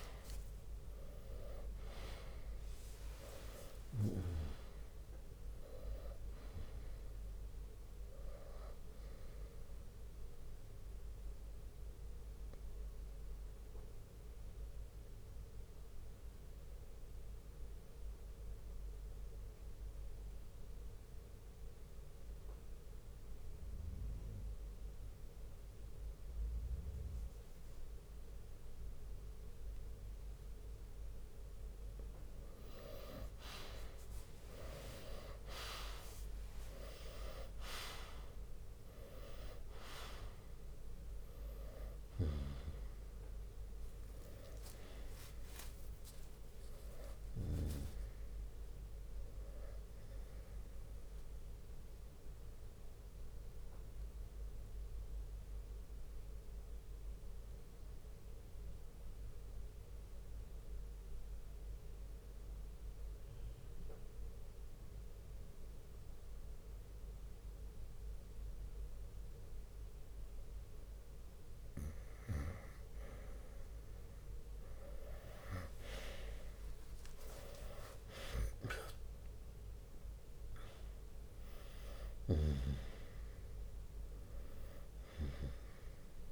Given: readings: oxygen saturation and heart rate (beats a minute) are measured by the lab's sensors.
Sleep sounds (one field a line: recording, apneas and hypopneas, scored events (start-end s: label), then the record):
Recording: breathing in sleep by a room microphone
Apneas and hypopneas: 2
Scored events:
0.00-1.50 s: arousal
0.00-4.50 s: drop in pulse transit time (device-marked, heart rate 60 extreme)
0.00-22.50 s: oxygen desaturation (device-marked, oxygen 91% lowest, heart rate 58 extreme)
3.00-5.00 s: long interval between heartbeats (device-marked, heart rate 62 before, 79 extreme)
5.00-7.00 s: long interval between heartbeats (device-marked, heart rate 64 before, 85 extreme)
11.50-31.00 s: mixed apnea (oxygen 98% before, 90% lowest, heart rate 71 before, 58 extreme, up 11 after)
15.50-24.50 s: bradycardia (device-marked, heart rate 69 before, 58 extreme)
32.50-36.00 s: arousal
35.50-46.50 s: drop in pulse transit time (device-marked, heart rate 60 before, 66 extreme)
36.50-62.50 s: oxygen desaturation (device-marked, oxygen 98% before, 90% lowest, heart rate 60 before, 58 extreme)
51.00-70.50 s: mixed apnea (oxygen 98% before, 90% lowest, heart rate 69 before, 58 extreme, up 9 after)
60.50-67.50 s: bradycardia (device-marked, heart rate 69 before, 59 extreme)
75.50-80.00 s: arousal
76.50-86.32 s: drop in pulse transit time (device-marked, heart rate 60 before, 66 extreme)
79.50-86.32 s: oxygen desaturation (device-marked, oxygen 98% before, 91% lowest, heart rate 61 before, 58 extreme)
From the record:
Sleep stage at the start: N2 (light sleep)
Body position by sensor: on the right side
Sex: male